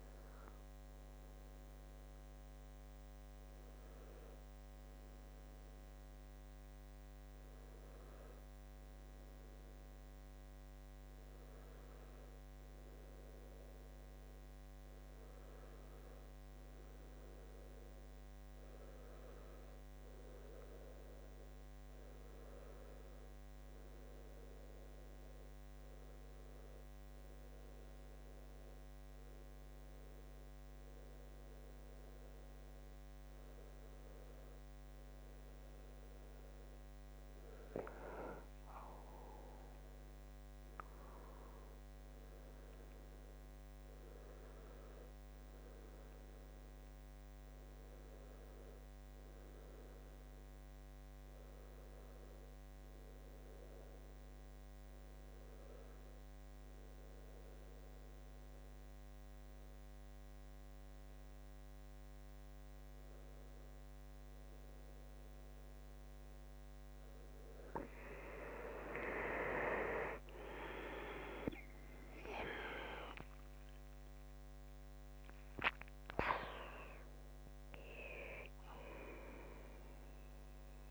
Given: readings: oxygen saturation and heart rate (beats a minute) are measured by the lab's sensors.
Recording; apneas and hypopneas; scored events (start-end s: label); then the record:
breathing in sleep by a microphone on the trachea; 2
4.00-35.00 s: obstructive apnea (oxygen 96% before, 92% lowest, heart rate 83 before, 69 extreme, up 2 after)
37.50-40.50 s: arousal
46.00-65.50 s: obstructive apnea (oxygen 95% before, 92% lowest)
67.00-70.00 s: arousal
69.00-71.00 s: long interval between heartbeats (device-marked, heart rate 72 before, 71 extreme)
71.00-80.91 s: bradycardia (device-marked)
74.00-80.91 s: oxygen desaturation (device-marked, oxygen 96% before, 92% lowest, heart rate 71 before, 27 extreme)
From the record:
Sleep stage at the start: N2 (light sleep); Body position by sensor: on the back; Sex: male